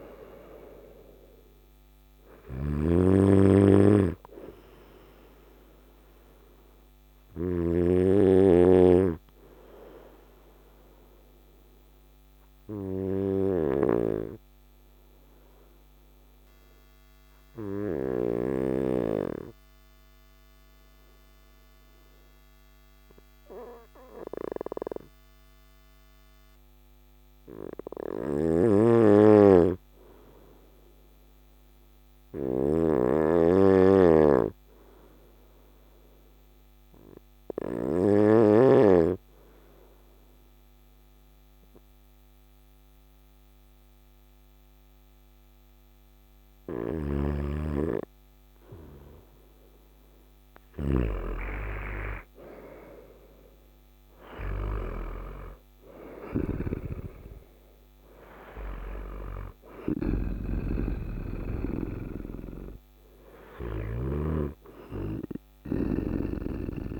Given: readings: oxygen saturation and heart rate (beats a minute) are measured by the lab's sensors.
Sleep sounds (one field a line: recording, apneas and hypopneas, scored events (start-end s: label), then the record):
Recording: breathing in sleep by a microphone on the trachea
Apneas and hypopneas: 1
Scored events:
1.50-7.00 s: snoring (device-marked)
4.50-46.00 s: obstructive apnea (heart rate 59 before, 53 extreme, up 4 after)
27.50-38.00 s: snoring (device-marked)
38.50-63.50 s: oxygen desaturation (device-marked, oxygen 98% before, 92% lowest)
59.00-67.00 s: snoring (device-marked)
60.50-67.00 s: new sleep stage, awake
From the record:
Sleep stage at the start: N2 (light sleep)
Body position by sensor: on the front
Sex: male